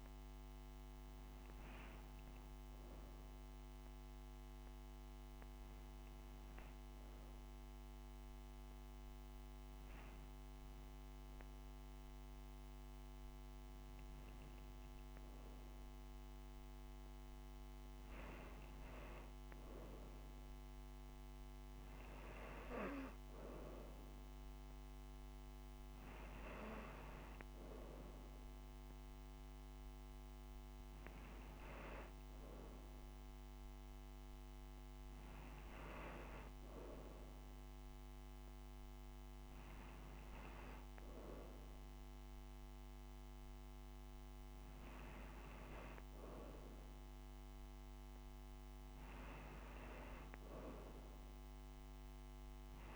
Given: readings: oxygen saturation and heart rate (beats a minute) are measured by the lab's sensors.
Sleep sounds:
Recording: breathing in sleep by a microphone on the trachea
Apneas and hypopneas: none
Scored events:
none scored
From the record:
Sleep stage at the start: N2 (light sleep)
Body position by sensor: on the right side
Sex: female

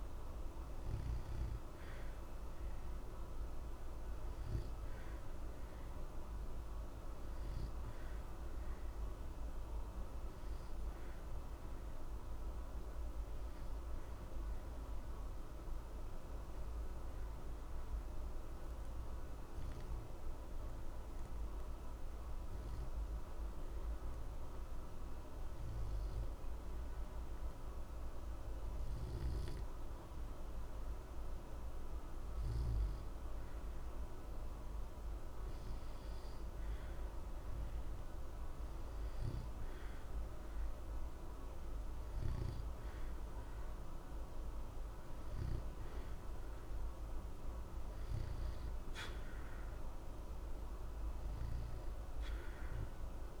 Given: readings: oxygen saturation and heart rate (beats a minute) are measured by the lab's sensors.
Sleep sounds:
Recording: breathing in sleep, hard to hear, by a room microphone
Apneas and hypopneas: 1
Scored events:
10.00-28.00 s: oxygen desaturation (device-marked, oxygen 92% before, 89% lowest, heart rate 60 before, 60 extreme)
14.00-32.50 s: obstructive apnea (oxygen 93% before, 89% lowest, heart rate 60 before, 60 extreme, up 0 after)
35.00-38.50 s: arousal
From the record:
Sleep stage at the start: N2 (light sleep)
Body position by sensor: on the back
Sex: male

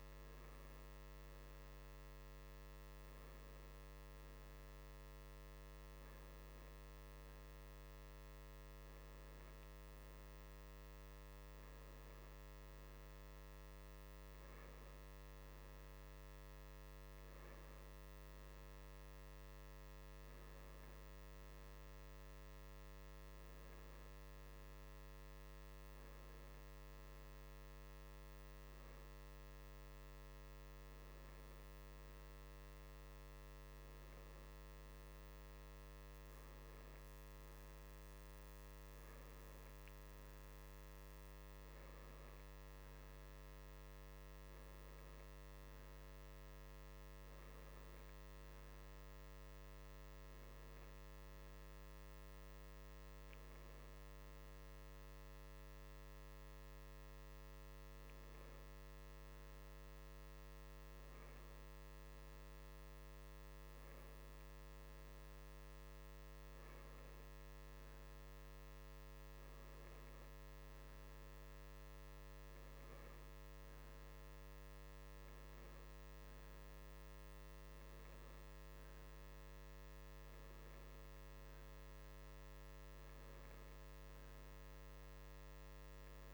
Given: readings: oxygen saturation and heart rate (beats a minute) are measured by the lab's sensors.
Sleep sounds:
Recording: breathing in sleep, hard to hear, by a microphone on the trachea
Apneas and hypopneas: none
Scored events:
none scored
From the record:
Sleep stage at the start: N2 (light sleep)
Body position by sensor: on the right side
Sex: male

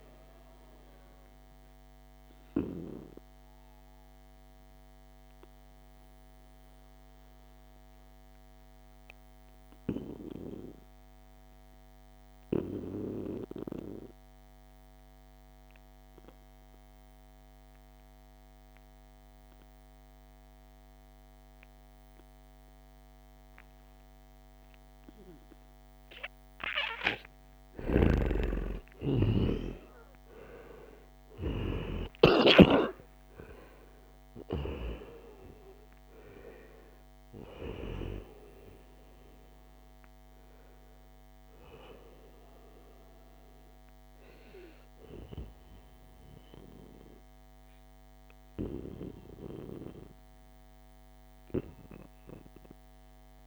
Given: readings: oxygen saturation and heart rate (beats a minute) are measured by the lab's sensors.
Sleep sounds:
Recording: breathing in sleep by a microphone on the trachea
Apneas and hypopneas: 1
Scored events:
0.50-26.50 s: obstructive apnea (oxygen 96% before, 87% lowest, heart rate 74 before, 70 extreme, up 13 after)
22.50-53.47 s: oxygen desaturation (device-marked, oxygen 95% before, 87% lowest, heart rate 75 before, 71 extreme)
27.50-32.50 s: snoring (device-marked)
28.00-31.50 s: arousal
32.00-34.00 s: long interval between heartbeats (device-marked, heart rate 72 before, 81 extreme)
From the record:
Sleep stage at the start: N2 (light sleep)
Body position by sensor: on the right side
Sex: male

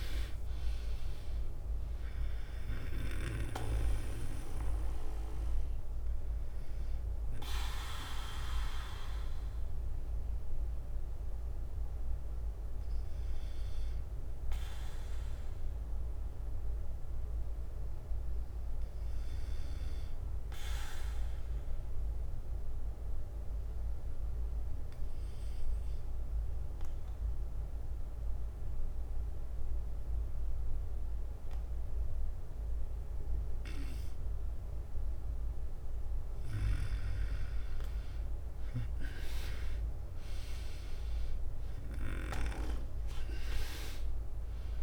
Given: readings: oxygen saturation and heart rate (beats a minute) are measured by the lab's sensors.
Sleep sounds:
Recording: breathing in sleep by a room microphone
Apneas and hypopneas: 1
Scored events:
0.00-10.00 s: drop in pulse transit time (device-marked, heart rate 56 extreme)
5.00-37.00 s: bradycardia (device-marked, heart rate 59 before, 53 extreme)
14.00-28.00 s: oxygen desaturation (device-marked, oxygen 94% before, 89% lowest, heart rate 62 before, 53 extreme)
22.00-35.50 s: obstructive apnea (oxygen 96% before, 89% lowest, heart rate 58 before, 53 extreme, up 10 after)
38.50-42.00 s: arousal
41.00-44.82 s: drop in pulse transit time (device-marked, heart rate 56 before, 53 extreme)
42.00-44.82 s: oxygen desaturation (device-marked, oxygen 97% before, 90% lowest, heart rate 56 before, 53 extreme)
From the record:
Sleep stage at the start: N2 (light sleep)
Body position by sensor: on the back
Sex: male

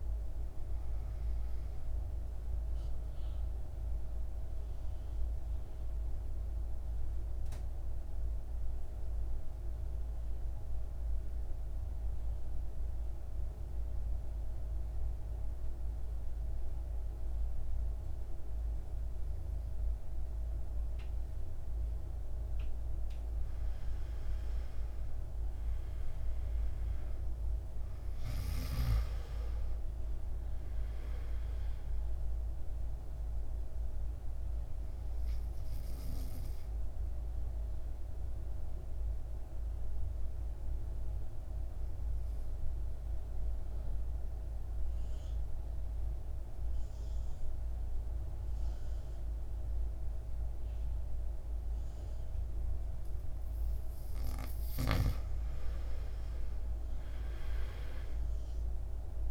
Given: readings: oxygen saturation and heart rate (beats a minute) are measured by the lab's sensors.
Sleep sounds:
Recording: breathing in sleep, hard to hear, by a room microphone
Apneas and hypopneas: 2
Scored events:
0.00-15.50 s: oxygen desaturation (device-marked, oxygen 85% lowest, heart rate 54 extreme)
3.00-22.00 s: central apnea (oxygen 99% before, 85% lowest, heart rate 60 before, 53 extreme, up 6 after)
23.50-27.50 s: arousal
27.50-50.50 s: oxygen desaturation (device-marked, oxygen 99% before, 88% lowest, heart rate 57 before, 53 extreme)
33.00-54.00 s: central apnea (oxygen 99% before, 88% lowest, heart rate 59 before, 53 extreme, up 7 after)
56.50-59.31 s: arousal
From the record:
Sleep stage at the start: N2 (light sleep)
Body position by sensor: on the back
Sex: male

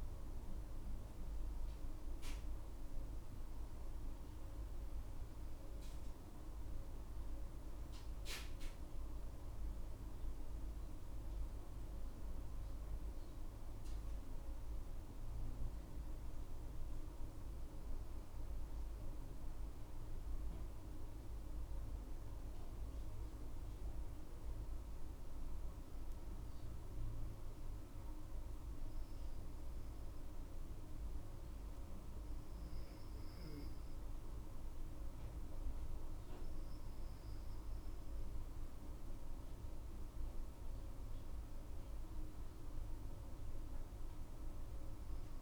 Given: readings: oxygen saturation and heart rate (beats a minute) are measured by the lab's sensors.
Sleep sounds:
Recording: breathing in sleep, hard to hear, by a room microphone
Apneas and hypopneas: 1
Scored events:
18.00-21.50 s: arousal
25.00-36.00 s: obstructive apnea (oxygen 99% before, 97% lowest, heart rate 63 before, 56 extreme, up 16 after)
38.00-42.00 s: arousal
From the record:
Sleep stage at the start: N2 (light sleep)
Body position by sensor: on the right side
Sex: female

